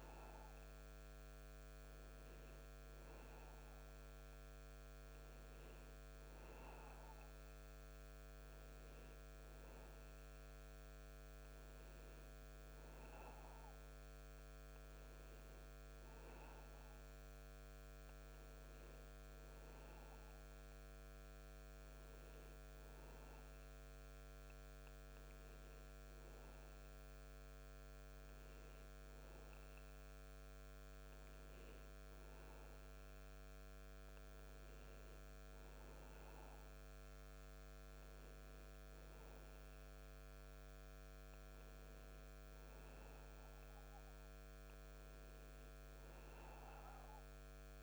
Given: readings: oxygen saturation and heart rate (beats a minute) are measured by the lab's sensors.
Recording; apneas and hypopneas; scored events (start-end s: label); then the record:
breathing in sleep, hard to hear, by a microphone on the trachea; none
none scored
From the record:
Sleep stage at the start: N2 (light sleep); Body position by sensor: on the back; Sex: male